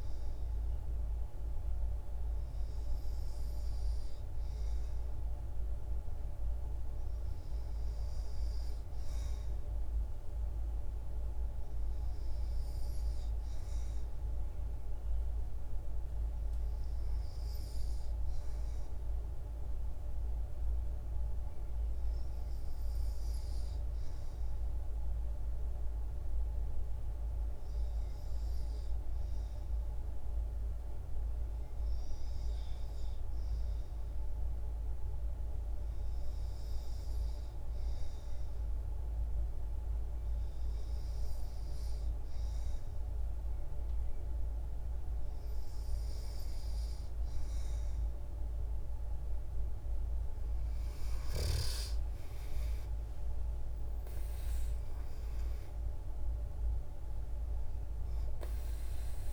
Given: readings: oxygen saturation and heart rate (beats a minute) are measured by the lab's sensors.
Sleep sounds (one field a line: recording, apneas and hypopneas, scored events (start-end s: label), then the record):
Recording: breathing in sleep, hard to hear, by a room microphone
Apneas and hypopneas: 1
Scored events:
22.00-45.00 s: hypopnea (oxygen 93% before, 89% lowest, heart rate 57 before, 56 extreme, up 6 after)
From the record:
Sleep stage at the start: N2 (light sleep)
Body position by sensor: on the back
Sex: female